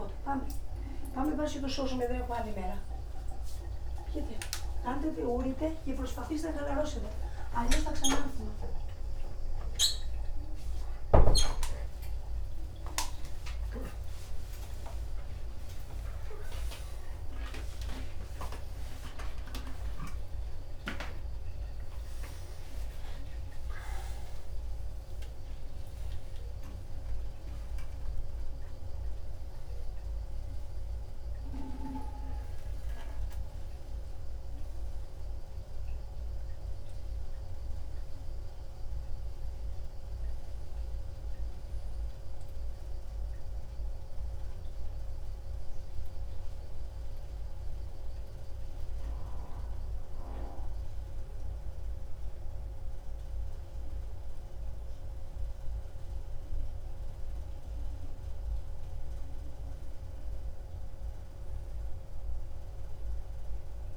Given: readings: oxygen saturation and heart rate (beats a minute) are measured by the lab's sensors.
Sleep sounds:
a person awake in a sleep study, by a room microphone; none
none scored
From the record:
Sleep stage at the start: awake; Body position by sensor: upright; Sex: male

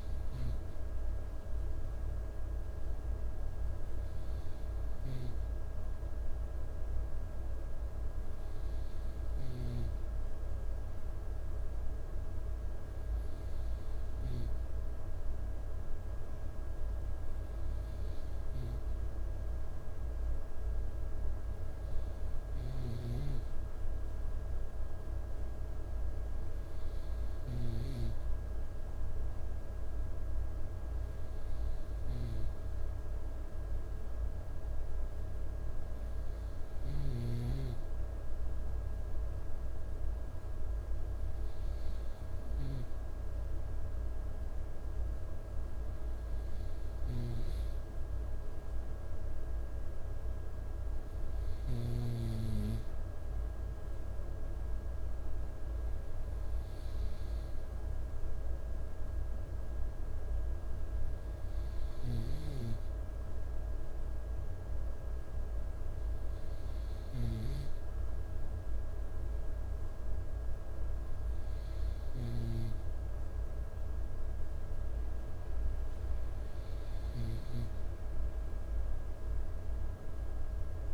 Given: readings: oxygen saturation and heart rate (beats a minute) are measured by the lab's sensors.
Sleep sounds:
breathing in sleep, hard to hear, by a room microphone; none
none scored
From the record:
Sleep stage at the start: N2 (light sleep); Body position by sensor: on the right side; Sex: male

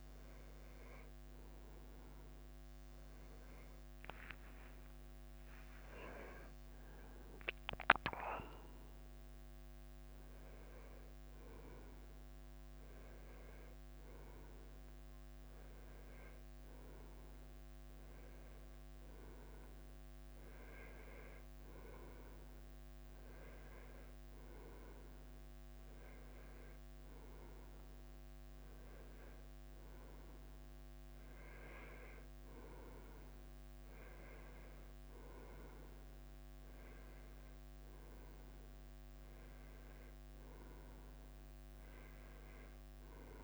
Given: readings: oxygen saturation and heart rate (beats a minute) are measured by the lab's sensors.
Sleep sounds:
a person partly awake in a sleep study, by a microphone on the trachea; none
19.00-43.44 s: new sleep stage, N1 (lightest sleep)
From the record:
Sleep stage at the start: awake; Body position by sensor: on the front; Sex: male

